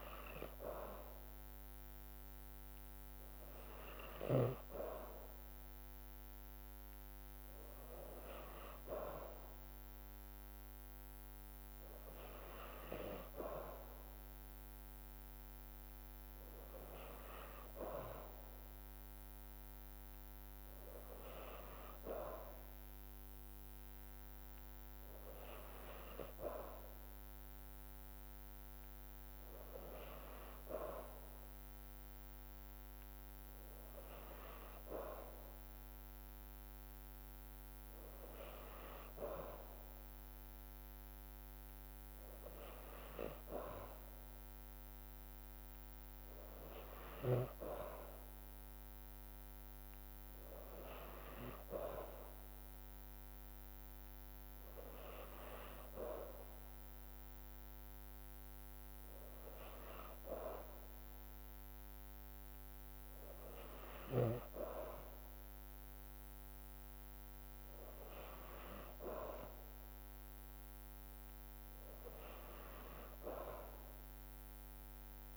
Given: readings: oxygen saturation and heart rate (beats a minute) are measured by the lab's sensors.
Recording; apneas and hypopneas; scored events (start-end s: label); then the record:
breathing in sleep by a microphone on the trachea; none
none scored
From the record:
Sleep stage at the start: N2 (light sleep); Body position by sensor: on the back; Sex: female